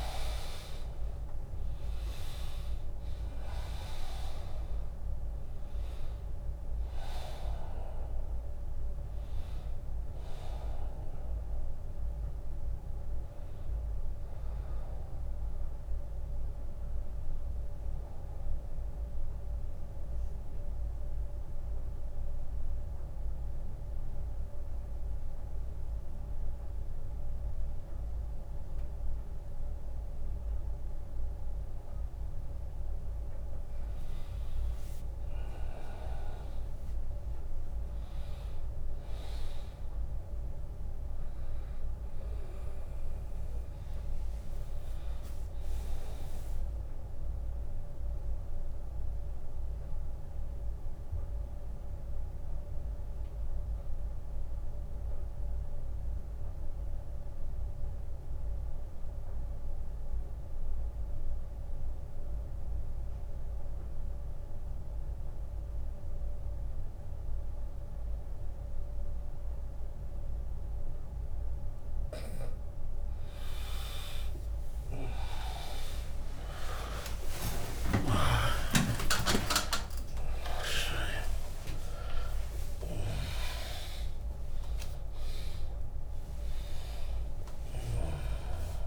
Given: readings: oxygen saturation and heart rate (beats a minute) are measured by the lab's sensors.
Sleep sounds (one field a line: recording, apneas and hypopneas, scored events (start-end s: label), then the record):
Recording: breathing in sleep by a room microphone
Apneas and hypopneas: 2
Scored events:
0.00-12.50 s: drop in pulse transit time (device-marked, heart rate 65 extreme)
0.00-25.50 s: oxygen desaturation (device-marked, oxygen 87% lowest, heart rate 65 extreme)
18.50-32.50 s: obstructive apnea (oxygen 97% before, 87% lowest, heart rate 75 before, 73 extreme, up 5 after)
36.50-40.50 s: arousal
43.50-59.50 s: oxygen desaturation (device-marked, oxygen 100% before, 95% lowest, heart rate 77 before, 72 extreme)
47.00-71.00 s: mixed apnea (oxygen 100% before, 88% lowest, heart rate 78 before, 72 extreme, up 30 after)
47.50-49.50 s: long interval between heartbeats (device-marked, heart rate 78 before, 83 extreme)
69.00-71.00 s: long interval between heartbeats (device-marked, heart rate 80 before, 72 extreme)
70.50-87.50 s: oxygen desaturation (device-marked, oxygen 100% before, 91% lowest, heart rate 79 before, 78 extreme)
71.50-78.00 s: snoring (device-marked)
74.50-88.87 s: drop in pulse transit time (device-marked, heart rate 78 before, 78 extreme)
75.50-77.50 s: long interval between heartbeats (device-marked, heart rate 78 before, 78 extreme)
75.50-88.87 s: tachycardia (device-marked, heart rate 79 before, 140 extreme)
77.50-79.50 s: long interval between heartbeats (device-marked, heart rate 78 before, 97 extreme)
82.00-84.00 s: long interval between heartbeats (device-marked, heart rate 82 before, 111 extreme)
84.00-86.00 s: long interval between heartbeats (device-marked, heart rate 85 before, 123 extreme)
84.50-88.87 s: new sleep stage, awake
From the record:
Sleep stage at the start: N2 (light sleep)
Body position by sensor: on the right side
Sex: male